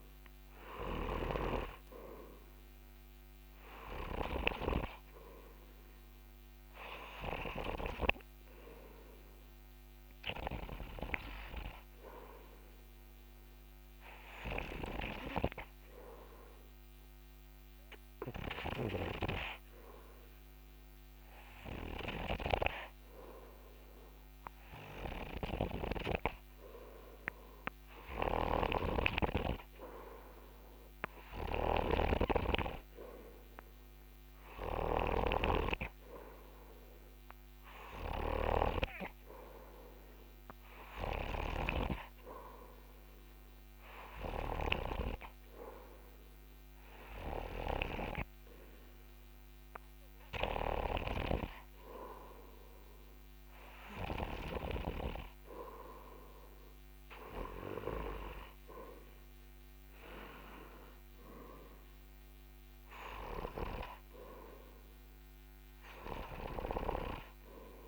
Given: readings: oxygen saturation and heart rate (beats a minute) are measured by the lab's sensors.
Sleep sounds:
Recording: breathing in sleep by a microphone on the trachea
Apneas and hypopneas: 1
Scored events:
0.00-2.00 s: arousal
1.50-12.00 s: snoring (device-marked)
14.50-28.00 s: hypopnea (oxygen 96% before, 90% lowest)
19.00-55.50 s: snoring (device-marked)
24.50-44.50 s: oxygen desaturation (device-marked, oxygen 94% before, 90% lowest)
29.50-32.50 s: arousal
From the record:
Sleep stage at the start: N2 (light sleep)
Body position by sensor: on the front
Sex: male

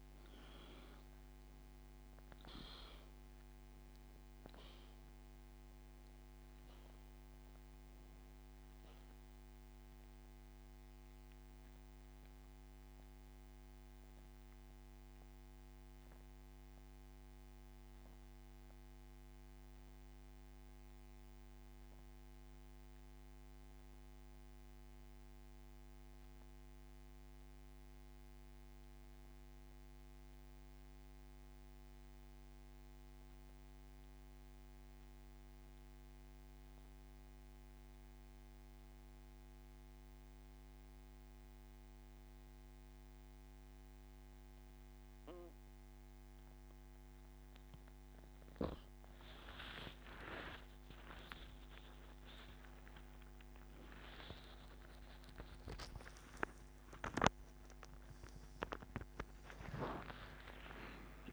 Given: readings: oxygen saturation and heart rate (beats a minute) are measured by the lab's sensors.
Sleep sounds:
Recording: breathing in sleep by a microphone on the trachea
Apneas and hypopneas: 1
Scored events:
0.00-42.00 s: oxygen desaturation (device-marked, oxygen 85% lowest, heart rate 28 extreme)
12.00-46.50 s: central apnea (oxygen 98% before, 85% lowest, heart rate 54 before, 29 extreme, up 20 after)
50.00-54.50 s: arousal
From the record:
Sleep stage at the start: N2 (light sleep)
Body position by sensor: on the back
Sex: male

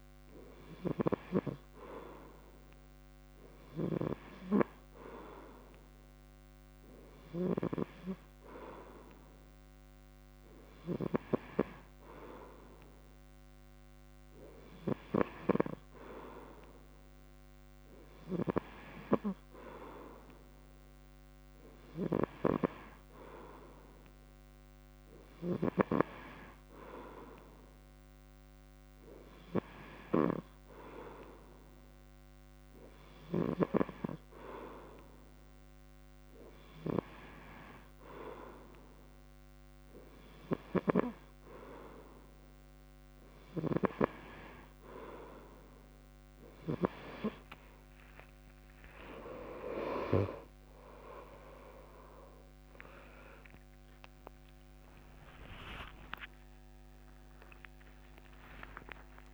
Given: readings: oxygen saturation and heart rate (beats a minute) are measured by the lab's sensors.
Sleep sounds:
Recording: breathing in sleep by a microphone on the trachea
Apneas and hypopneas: none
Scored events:
0.00-7.50 s: snoring (device-marked)
25.00-33.50 s: snoring (device-marked)
47.50-59.34 s: new sleep stage, N2 (light sleep)
48.00-55.00 s: arousal
From the record:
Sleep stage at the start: N3 (deep sleep)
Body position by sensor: on the back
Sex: male

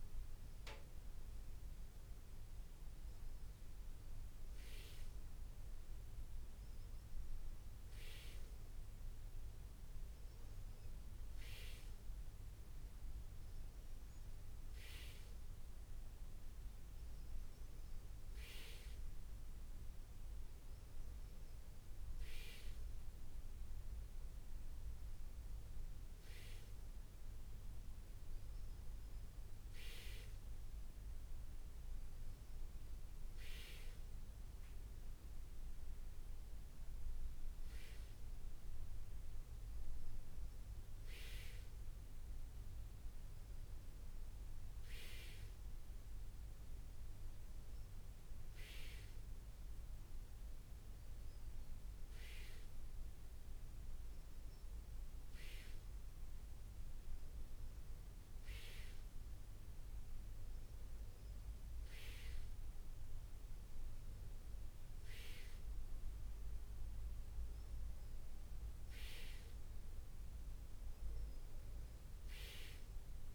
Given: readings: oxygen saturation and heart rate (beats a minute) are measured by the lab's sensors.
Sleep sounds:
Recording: breathing in sleep by a room microphone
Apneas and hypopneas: none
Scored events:
none scored
From the record:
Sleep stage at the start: N2 (light sleep)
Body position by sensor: on the back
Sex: male

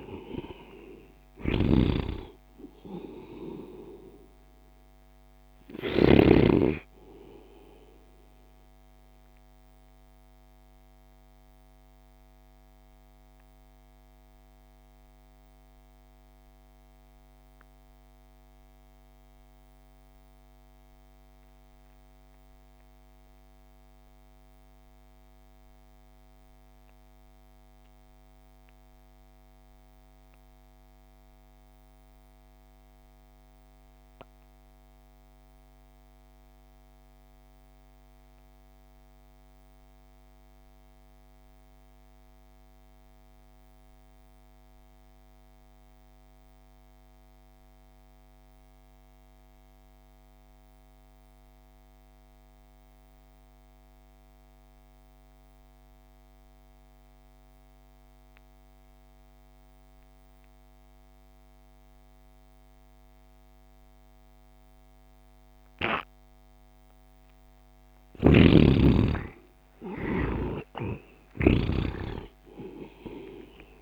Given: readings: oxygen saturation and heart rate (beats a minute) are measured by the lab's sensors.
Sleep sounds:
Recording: breathing in sleep by a microphone on the trachea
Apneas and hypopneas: 1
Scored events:
0.00-1.00 s: arousal
0.00-6.50 s: snoring (device-marked)
0.00-22.50 s: oxygen desaturation (device-marked, oxygen 57% lowest)
9.00-67.00 s: mixed apnea (oxygen 88% before, 51% lowest)
24.50-73.82 s: oxygen desaturation (device-marked, oxygen 100% before, 51% lowest)
68.00-72.00 s: snoring (device-marked)
69.00-73.00 s: arousal
From the record:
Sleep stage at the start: REM sleep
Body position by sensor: on the right side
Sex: male

